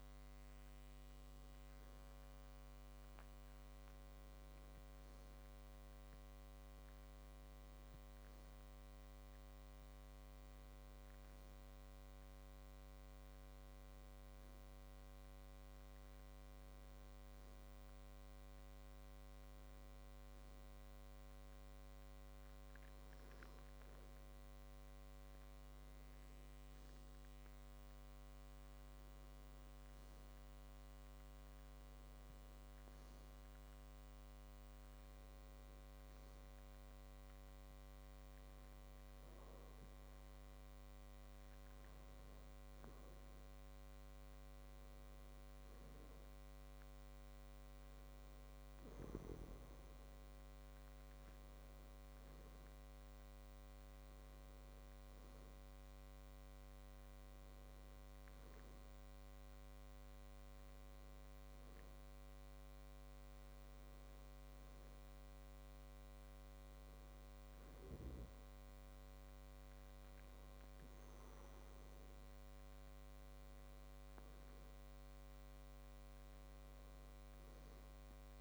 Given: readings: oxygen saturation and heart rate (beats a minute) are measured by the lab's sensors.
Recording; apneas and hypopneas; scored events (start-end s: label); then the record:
breathing in sleep, hard to hear, by a microphone on the trachea; none
56.00-61.00 s: arousal
From the record:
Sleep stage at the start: N2 (light sleep); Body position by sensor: on the back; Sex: male